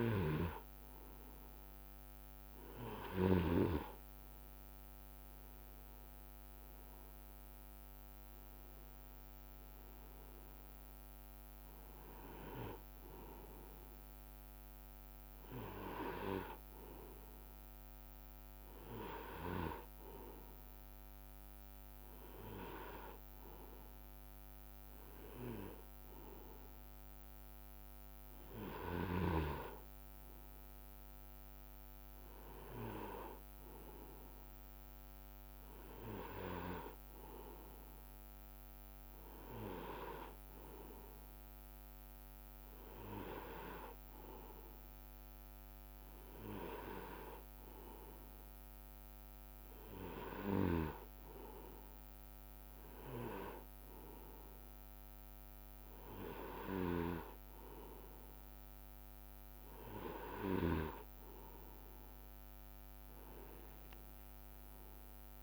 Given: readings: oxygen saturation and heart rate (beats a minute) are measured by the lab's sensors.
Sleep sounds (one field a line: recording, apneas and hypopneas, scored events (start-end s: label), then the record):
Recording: breathing in sleep by a microphone on the trachea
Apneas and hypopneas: none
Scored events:
none scored
From the record:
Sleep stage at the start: N2 (light sleep)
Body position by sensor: on the right side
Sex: male